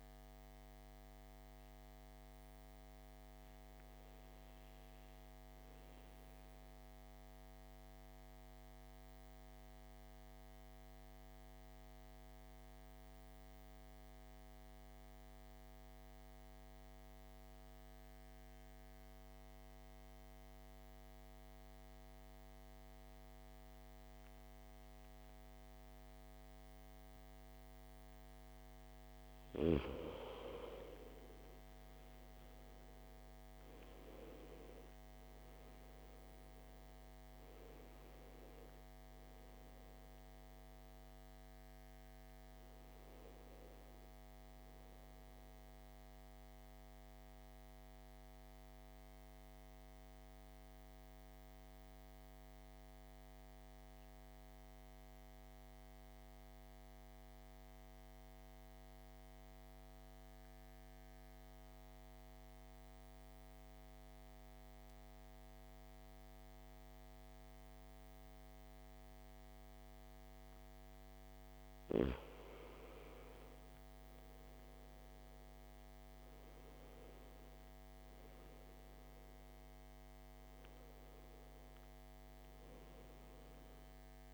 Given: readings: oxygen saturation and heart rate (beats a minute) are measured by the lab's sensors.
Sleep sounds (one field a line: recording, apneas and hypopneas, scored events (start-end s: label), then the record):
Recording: breathing in sleep, hard to hear, by a microphone on the trachea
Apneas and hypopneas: 2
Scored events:
0.00-21.00 s: oxygen desaturation (device-marked, oxygen 91% lowest, heart rate 52 extreme)
0.50-28.50 s: mixed apnea (oxygen 99% before, 87% lowest, heart rate 59 before, 52 extreme, up 14 after)
31.00-35.50 s: arousal
34.00-63.00 s: oxygen desaturation (device-marked, oxygen 98% before, 87% lowest, heart rate 55 before, 53 extreme)
45.50-71.50 s: central apnea (oxygen 99% before, 87% lowest, heart rate 62 before, 53 extreme, up 11 after)
73.50-77.50 s: arousal
78.00-84.34 s: oxygen desaturation (device-marked, oxygen 99% before, 88% lowest, heart rate 57 before, 53 extreme)
From the record:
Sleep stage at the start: N2 (light sleep)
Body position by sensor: on the back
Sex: male